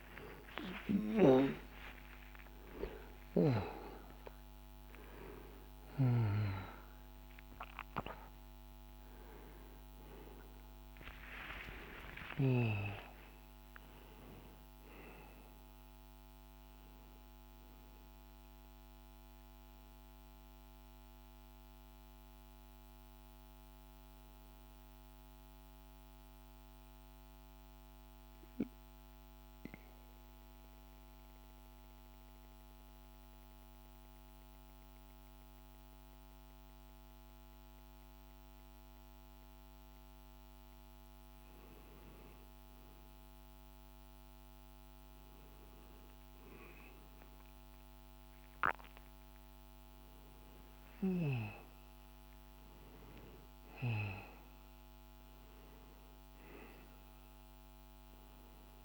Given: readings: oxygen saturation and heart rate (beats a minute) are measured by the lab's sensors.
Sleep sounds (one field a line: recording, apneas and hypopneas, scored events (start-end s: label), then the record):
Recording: breathing in sleep by a microphone on the trachea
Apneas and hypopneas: 1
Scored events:
0.00-1.50 s: arousal
10.50-16.00 s: arousal
27.50-41.00 s: central apnea (oxygen 97% before, 91% lowest, heart rate 64 before, 53 extreme, up 3 after)
44.00-48.50 s: arousal
47.00-58.85 s: oxygen desaturation (device-marked, oxygen 97% before, 91% lowest, heart rate 54 before, 52 extreme)
From the record:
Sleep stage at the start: N1 (lightest sleep)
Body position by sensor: on the right side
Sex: male